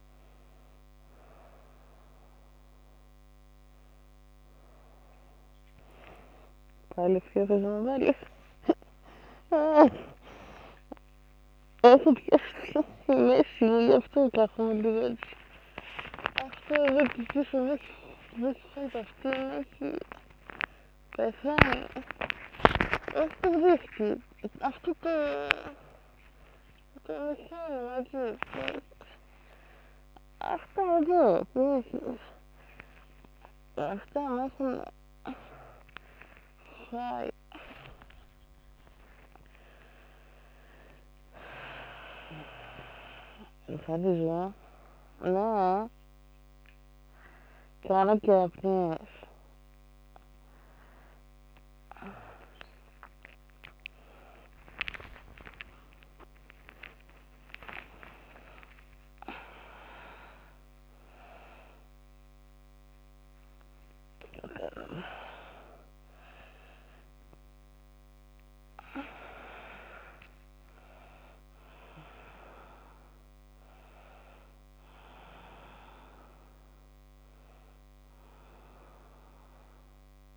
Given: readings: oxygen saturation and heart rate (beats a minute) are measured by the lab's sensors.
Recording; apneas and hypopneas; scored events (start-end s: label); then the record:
a person awake in a sleep study, by a microphone on the trachea; none
none scored
From the record:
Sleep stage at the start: awake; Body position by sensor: on the back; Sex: female